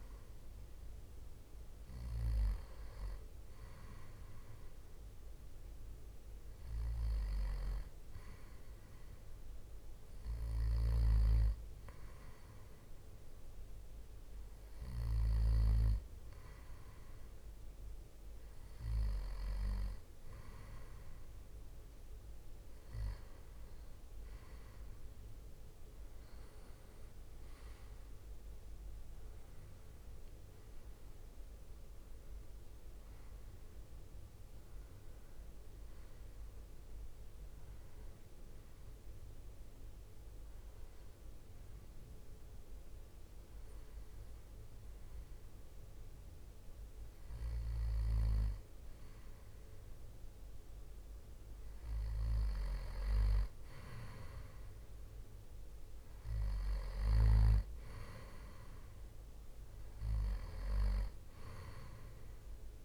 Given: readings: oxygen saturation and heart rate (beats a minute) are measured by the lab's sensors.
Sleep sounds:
breathing in sleep by a room microphone; 1
28.00-32.50 s: arousal
38.50-49.50 s: hypopnea (oxygen 96% before, 94% lowest, heart rate 68 before, 63 extreme, up 5 after)
51.50-55.50 s: arousal
From the record:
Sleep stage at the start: N2 (light sleep); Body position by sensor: on the back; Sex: male

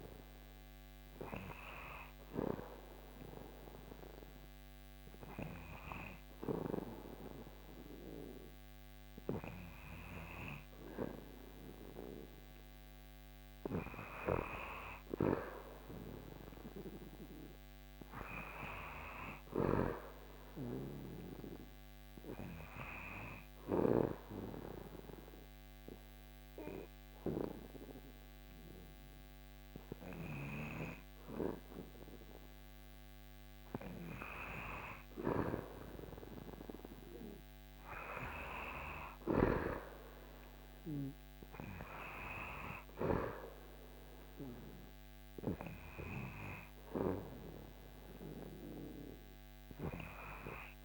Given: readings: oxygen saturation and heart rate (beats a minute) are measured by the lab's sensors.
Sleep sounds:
breathing in sleep by a microphone on the trachea; 2
0.50-13.00 s: hypopnea (oxygen 97% before, 94% lowest, heart rate 79 before, 72 extreme, up 4 after)
15.50-19.00 s: arousal
22.50-33.50 s: obstructive apnea (oxygen 98% before, 94% lowest, heart rate 76 before, 68 extreme, up 7 after)
38.00-43.50 s: arousal
From the record:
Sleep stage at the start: N2 (light sleep); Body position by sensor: on the back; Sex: male

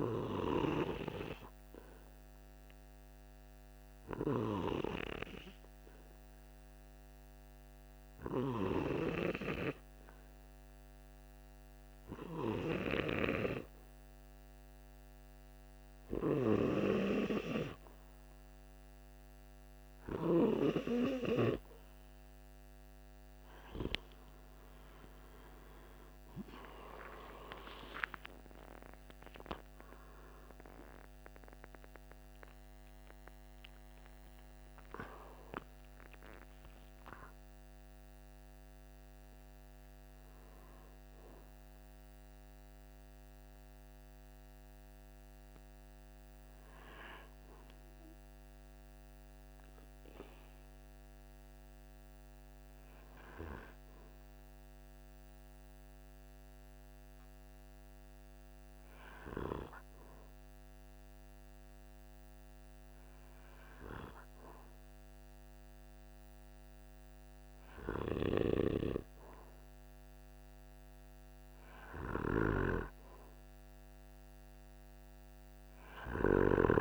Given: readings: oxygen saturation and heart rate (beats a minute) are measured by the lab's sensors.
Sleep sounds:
breathing in sleep by a microphone on the trachea; 1
4.50-17.50 s: obstructive apnea (oxygen 98% before, 92% lowest, heart rate 47 before, 45 extreme, up 3 after)
26.00-33.00 s: arousal
30.50-42.50 s: oxygen desaturation (device-marked, oxygen 95% before, 92% lowest, heart rate 48 before, 38 extreme)
71.50-76.00 s: snoring (device-marked)
From the record:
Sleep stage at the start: N2 (light sleep); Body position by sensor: on the back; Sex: male

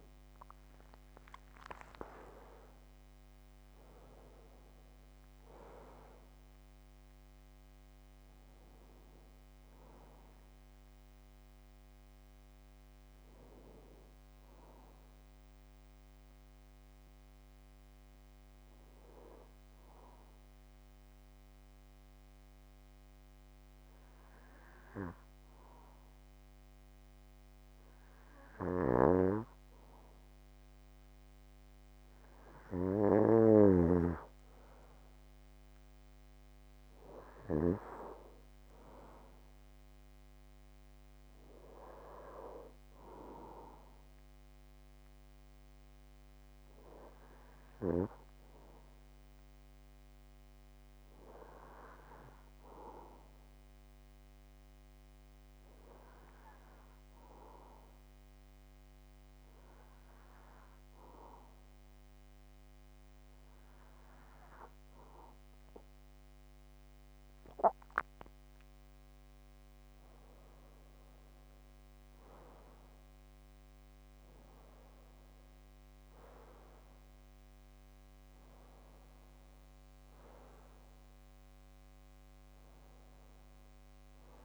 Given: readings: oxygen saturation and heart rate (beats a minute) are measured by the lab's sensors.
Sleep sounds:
breathing in sleep by a microphone on the trachea; 2
0.00-3.50 s: arousal
1.00-26.00 s: oxygen desaturation (device-marked, oxygen 96% before, 92% lowest)
18.50-31.00 s: obstructive apnea (oxygen 96% before, 92% lowest)
28.00-33.50 s: snoring (device-marked)
34.00-37.00 s: arousal
36.00-58.00 s: oxygen desaturation (device-marked, oxygen 97% before, 92% lowest)
53.50-69.00 s: hypopnea (oxygen 97% before, 93% lowest)
70.50-74.00 s: arousal
From the record:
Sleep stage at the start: N2 (light sleep); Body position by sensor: on the back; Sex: male

